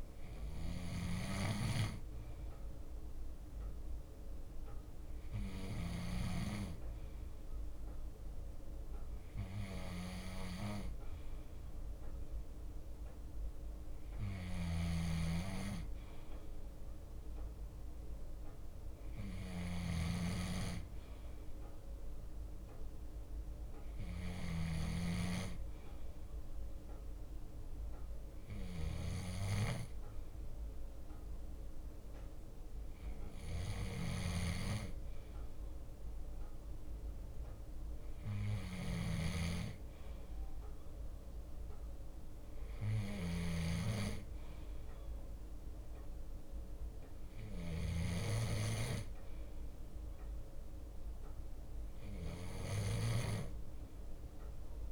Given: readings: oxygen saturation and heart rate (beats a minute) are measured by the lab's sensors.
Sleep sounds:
breathing in sleep by a room microphone; none
0.00-4.50 s: leg movement (device-marked)
0.00-54.91 s: bradycardia (device-marked, heart rate 55 extreme)
5.00-12.00 s: leg movement (device-marked)
14.00-16.00 s: leg movement (device-marked)
24.00-26.50 s: leg movement (device-marked)
28.50-30.50 s: leg movement (device-marked)
33.50-38.00 s: leg movement (device-marked)
43.50-46.00 s: leg movement (device-marked)
From the record:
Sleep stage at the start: N2 (light sleep); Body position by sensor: on the left side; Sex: male

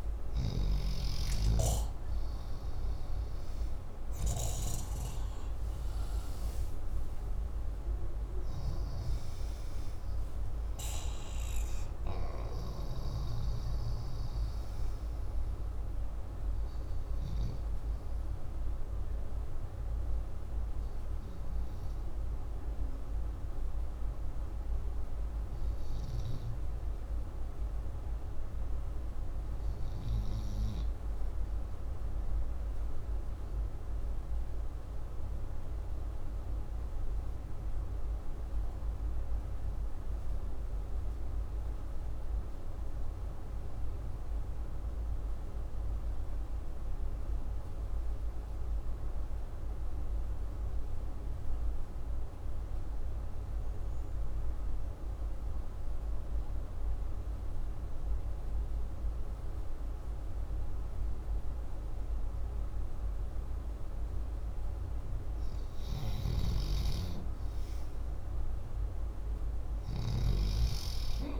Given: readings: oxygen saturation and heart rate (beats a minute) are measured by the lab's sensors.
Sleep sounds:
breathing in sleep, hard to hear, by a room microphone; 1
2.00-17.00 s: oxygen desaturation (device-marked, oxygen 94% before, 90% lowest, heart rate 142 before, 82 extreme)
27.00-64.50 s: obstructive apnea (oxygen 94% before, 90% lowest, heart rate 125 before, 34 extreme, up 43 after)
65.50-70.00 s: snoring (device-marked)
66.00-71.00 s: arousal
From the record:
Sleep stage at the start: REM sleep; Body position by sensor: upright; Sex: male

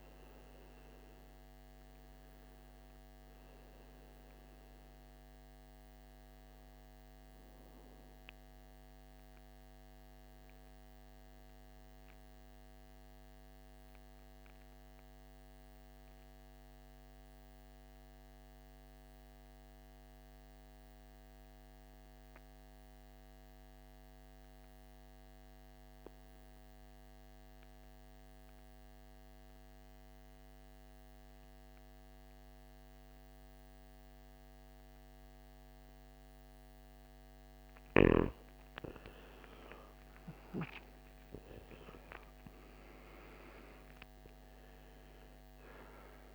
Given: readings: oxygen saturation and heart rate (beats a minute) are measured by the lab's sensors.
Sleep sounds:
breathing in sleep, hard to hear, by a microphone on the trachea; 1
2.00-21.00 s: oxygen desaturation (device-marked, oxygen 94% before, 89% lowest, heart rate 61 before, 55 extreme)
14.50-37.50 s: obstructive apnea (oxygen 95% before, 83% lowest, heart rate 62 before, 56 extreme, up 15 after)
38.00-46.35 s: oxygen desaturation (device-marked, oxygen 97% before, 83% lowest, heart rate 60 before, 52 extreme)
39.00-43.00 s: arousal
From the record:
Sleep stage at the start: N2 (light sleep); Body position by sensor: on the back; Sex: male

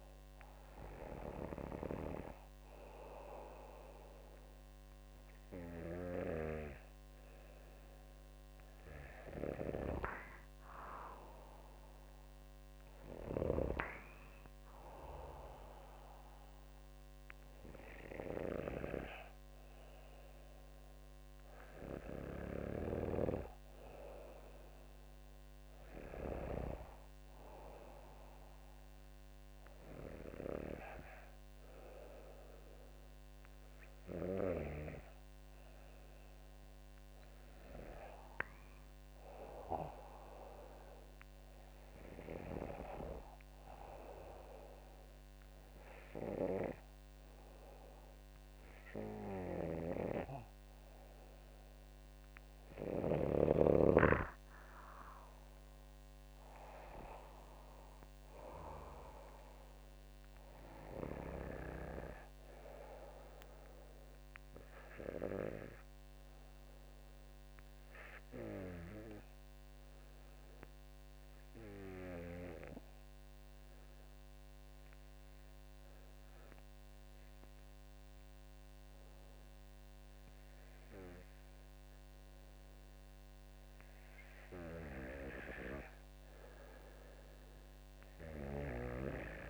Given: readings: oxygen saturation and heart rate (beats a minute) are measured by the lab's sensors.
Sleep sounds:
breathing in sleep by a microphone on the trachea; 1
65.50-84.50 s: obstructive apnea (oxygen 96% before, 89% lowest, heart rate 54 before, 50 extreme, up 4 after)
87.00-89.50 s: arousal
From the record:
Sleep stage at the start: N2 (light sleep); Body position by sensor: on the back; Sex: female

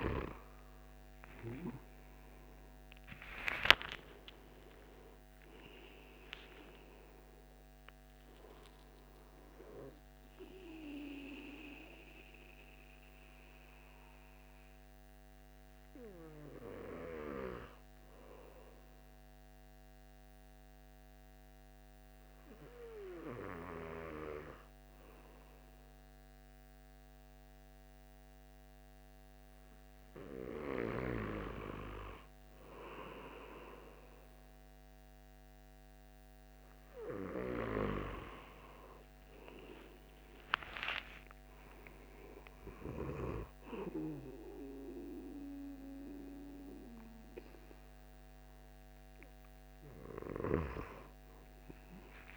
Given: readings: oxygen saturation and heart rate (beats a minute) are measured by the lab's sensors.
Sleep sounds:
breathing in sleep by a microphone on the trachea; 1
3.00-7.00 s: arousal
11.50-29.50 s: hypopnea (oxygen 96% before, 94% lowest, heart rate 82 before, 59 extreme, up 5 after)
38.00-42.50 s: arousal
From the record:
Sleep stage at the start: N2 (light sleep); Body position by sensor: on the back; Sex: male

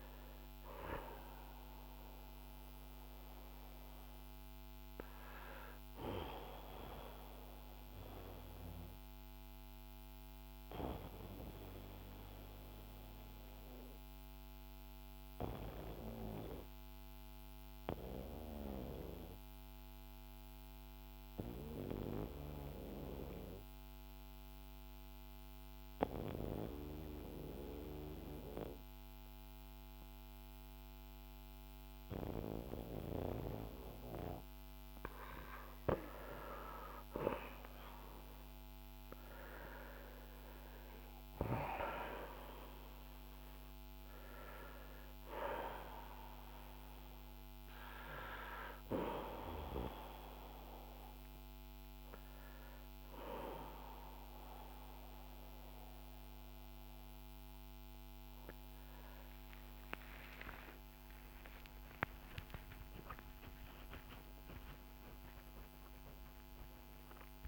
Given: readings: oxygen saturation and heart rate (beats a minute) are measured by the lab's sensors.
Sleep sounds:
breathing in sleep by a microphone on the trachea; 1
0.00-19.00 s: oxygen desaturation (device-marked, oxygen 94% before, 90% lowest, heart rate 60 before, 48 extreme)
2.50-35.00 s: obstructive apnea (oxygen 97% before, 86% lowest, heart rate 60 before, 48 extreme, up 10 after)
36.00-39.00 s: arousal
36.00-67.48 s: new sleep stage, N1 (lightest sleep)
39.00-45.00 s: oxygen desaturation (device-marked, oxygen 96% before, 92% lowest, heart rate 53 before, 49 extreme)
61.00-67.00 s: arousal
From the record:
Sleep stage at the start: N2 (light sleep); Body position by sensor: on the back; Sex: male

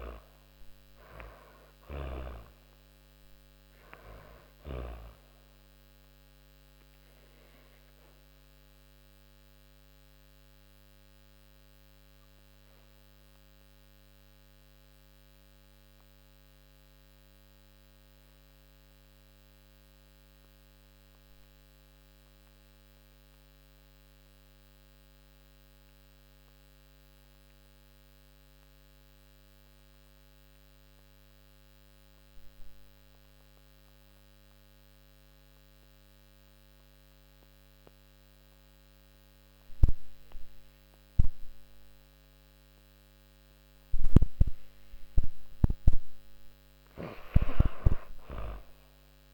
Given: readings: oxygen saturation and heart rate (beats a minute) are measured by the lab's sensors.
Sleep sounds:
breathing in sleep by a microphone on the trachea; 1
0.00-1.00 s: snoring (device-marked)
0.00-24.50 s: oxygen desaturation (device-marked, oxygen 81% lowest)
5.50-44.50 s: obstructive apnea (oxygen 98% before, 79% lowest)
36.50-49.34 s: oxygen desaturation (device-marked, oxygen 99% before, 79% lowest)
46.00-49.34 s: arousal
From the record:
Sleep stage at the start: N2 (light sleep); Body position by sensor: on the back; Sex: female

